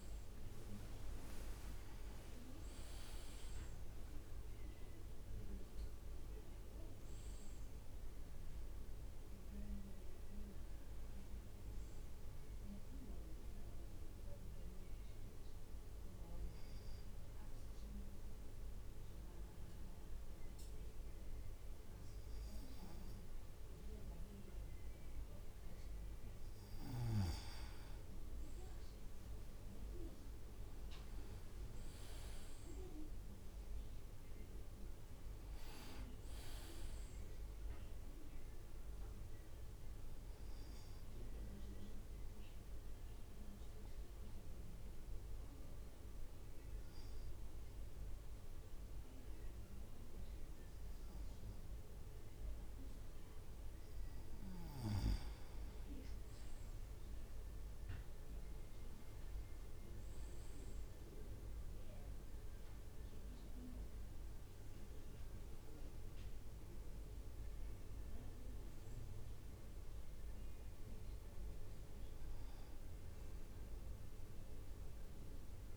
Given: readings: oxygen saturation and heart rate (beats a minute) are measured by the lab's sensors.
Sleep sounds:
breathing in sleep, hard to hear, by a room microphone; 2
0.00-2.00 s: arousal
0.00-5.00 s: leg movement (device-marked)
14.00-26.00 s: obstructive apnea (oxygen 99% before, 96% lowest, heart rate 58 before, 54 extreme, up 2 after)
29.00-33.00 s: arousal
29.00-33.50 s: leg movement (device-marked)
34.00-46.00 s: drop in pulse transit time (device-marked, heart rate 58 before, 54 extreme)
42.50-54.50 s: obstructive apnea (oxygen 98% before, 96% lowest, heart rate 57 before, 52 extreme, up 4 after)
56.50-60.00 s: leg movement (device-marked)
57.00-61.50 s: arousal
60.00-72.00 s: drop in pulse transit time (device-marked, heart rate 56 before, 52 extreme)
From the record:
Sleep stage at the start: N2 (light sleep); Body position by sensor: on the right side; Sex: male

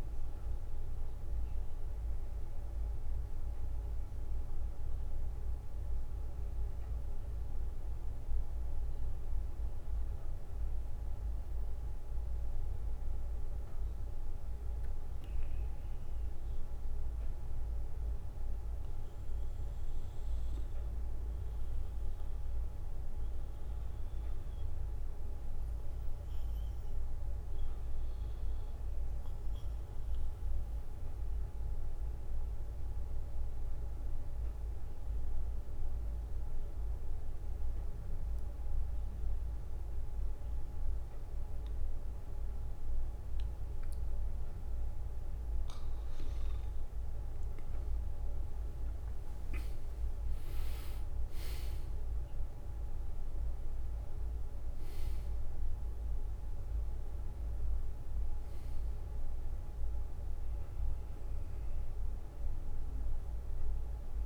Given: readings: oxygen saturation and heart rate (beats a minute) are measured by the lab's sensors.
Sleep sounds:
breathing in sleep, hard to hear, by a room microphone; 1
15.00-18.50 s: arousal
21.00-44.50 s: obstructive apnea (oxygen 98% before, 94% lowest, heart rate 60 before, 60 extreme, up 5 after)
46.50-50.00 s: arousal
48.00-49.50 s: leg movement (device-marked)
From the record:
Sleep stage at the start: N2 (light sleep); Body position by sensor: on the back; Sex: male

